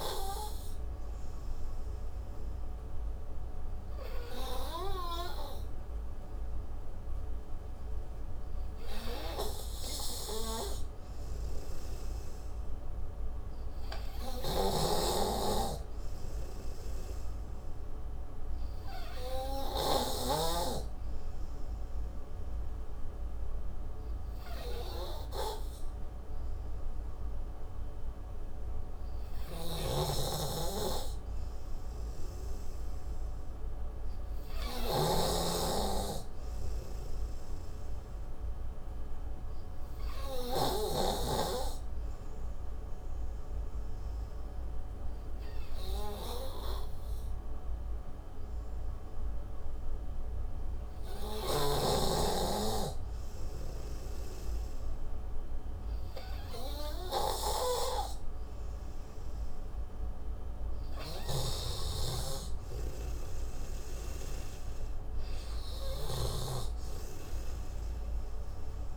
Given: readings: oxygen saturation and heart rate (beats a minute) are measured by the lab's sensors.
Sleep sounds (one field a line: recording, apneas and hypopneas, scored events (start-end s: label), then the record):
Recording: breathing in sleep by a room microphone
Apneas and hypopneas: 3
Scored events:
1.50-12.00 s: obstructive apnea (oxygen 94% before, 88% lowest)
9.00-14.00 s: oxygen desaturation (device-marked, oxygen 94% before, 88% lowest)
14.50-18.00 s: arousal
14.50-21.00 s: snoring (device-marked)
21.50-32.00 s: obstructive apnea (oxygen 94% before, 90% lowest)
30.00-41.50 s: snoring (device-marked)
37.00-40.00 s: arousal
43.00-53.00 s: obstructive apnea (oxygen 94% before, 90% lowest)
44.00-57.00 s: oxygen desaturation (device-marked, oxygen 94% before, 90% lowest)
58.50-62.00 s: arousal
67.00-68.97 s: new sleep stage, N3 (deep sleep)
From the record:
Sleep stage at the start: N2 (light sleep)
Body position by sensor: on the right side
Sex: male